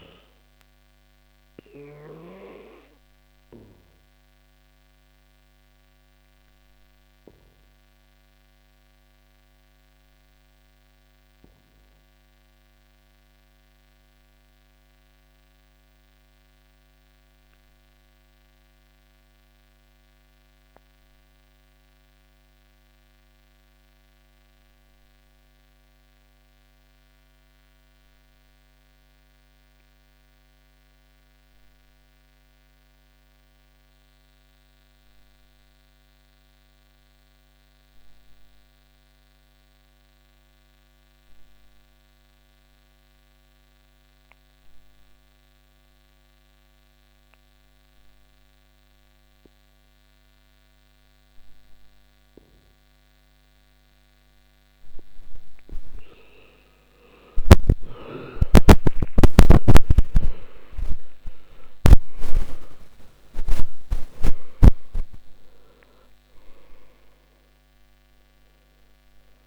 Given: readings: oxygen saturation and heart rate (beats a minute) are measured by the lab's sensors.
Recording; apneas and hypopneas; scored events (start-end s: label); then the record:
breathing in sleep by a microphone on the trachea; 1
2.50-56.50 s: obstructive apnea (oxygen 99% before, 87% lowest, heart rate 56 before, 51 extreme, up 46 after)
20.50-32.50 s: oxygen desaturation (device-marked, oxygen 97% before, 87% lowest, heart rate 54 before, 52 extreme)
48.50-62.50 s: oxygen desaturation (device-marked, oxygen 97% before, 93% lowest, heart rate 53 before, 55 extreme)
57.50-61.50 s: arousal
From the record:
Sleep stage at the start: N2 (light sleep); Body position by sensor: on the back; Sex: male